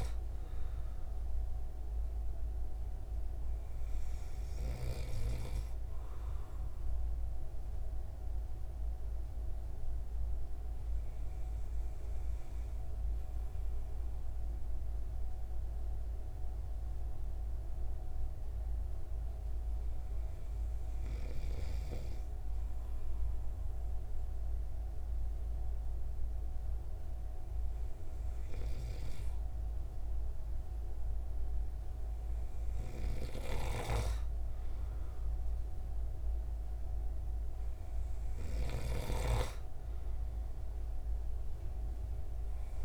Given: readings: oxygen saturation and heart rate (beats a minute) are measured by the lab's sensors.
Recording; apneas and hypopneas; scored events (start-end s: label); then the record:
breathing in sleep by a room microphone; none
38.00-42.85 s: snoring (device-marked)
From the record:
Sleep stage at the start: N2 (light sleep); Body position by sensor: on the right side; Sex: male